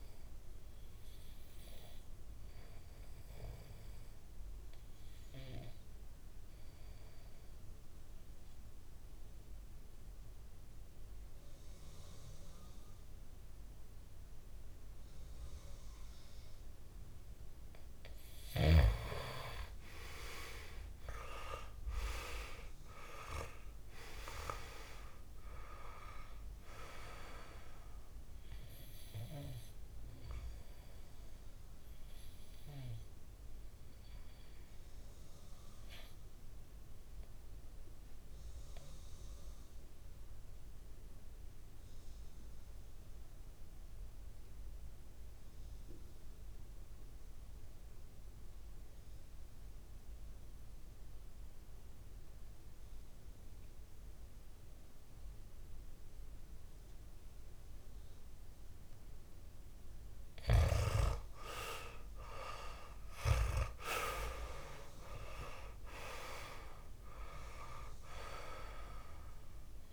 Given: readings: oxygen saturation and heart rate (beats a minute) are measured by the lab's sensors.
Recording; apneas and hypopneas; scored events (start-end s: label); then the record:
breathing in sleep by a room microphone; 2
1.50-18.00 s: obstructive apnea (oxygen 98% before, 91% lowest, heart rate 58 before, 56 extreme, up 8 after)
19.50-23.50 s: arousal
20.00-41.00 s: oxygen desaturation (device-marked, oxygen 96% before, 91% lowest, heart rate 58 before, 56 extreme)
37.50-58.00 s: obstructive apnea (oxygen 96% before, 91% lowest, heart rate 60 before, 50 extreme, up 6 after)
57.00-69.93 s: oxygen desaturation (device-marked, oxygen 98% before, 91% lowest, heart rate 59 before, 50 extreme)
61.00-64.50 s: arousal
From the record:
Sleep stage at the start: N2 (light sleep); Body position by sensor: on the back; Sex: male